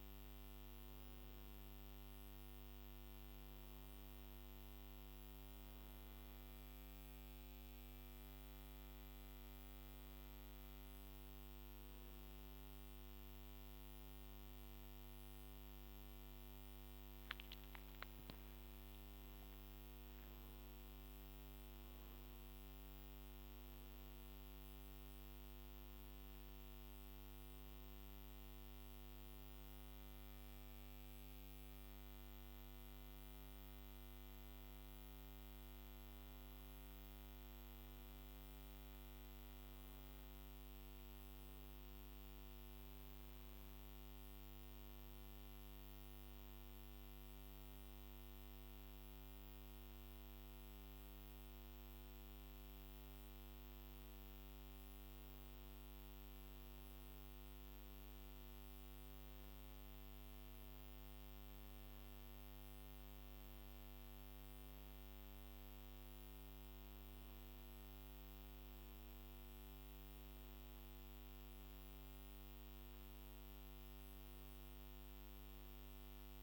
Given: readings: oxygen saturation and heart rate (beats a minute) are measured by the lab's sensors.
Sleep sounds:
a person awake in a sleep study, hard to hear, by a microphone on the trachea; none
none scored
From the record:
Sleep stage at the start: awake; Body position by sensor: on the back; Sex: male

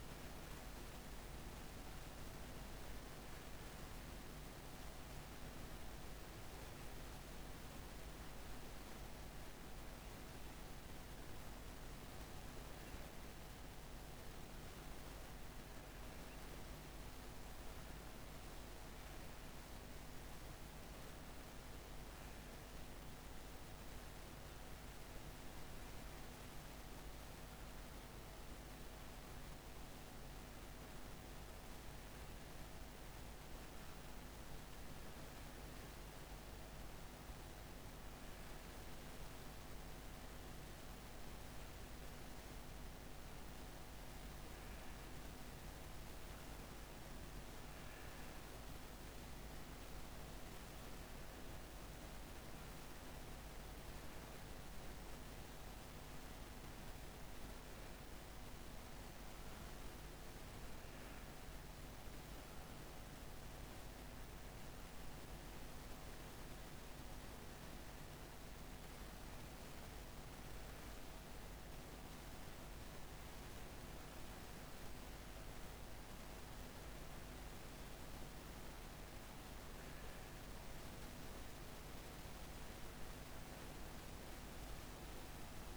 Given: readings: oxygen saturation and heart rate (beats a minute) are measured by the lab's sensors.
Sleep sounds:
breathing in sleep, hard to hear, by a microphone on the trachea; none
none scored
From the record:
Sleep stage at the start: N1 (lightest sleep); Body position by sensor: on the right side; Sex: female

